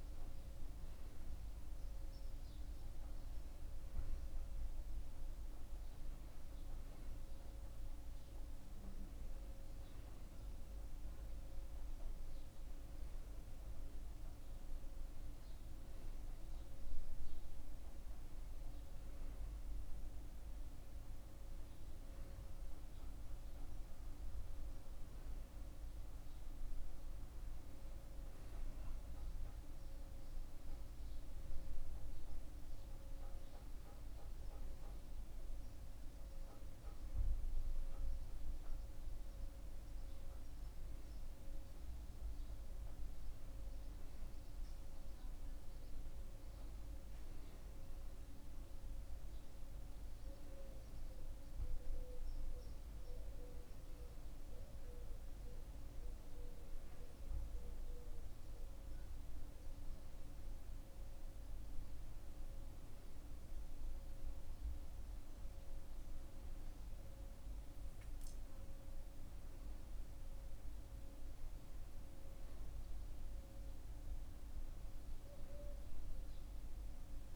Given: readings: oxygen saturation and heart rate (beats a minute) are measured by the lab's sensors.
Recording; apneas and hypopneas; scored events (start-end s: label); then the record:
breathing in sleep, hard to hear, by a room microphone; none
1.50-77.36 s: new sleep stage, N2 (light sleep)
From the record:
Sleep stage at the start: N1 (lightest sleep); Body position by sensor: on the back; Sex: male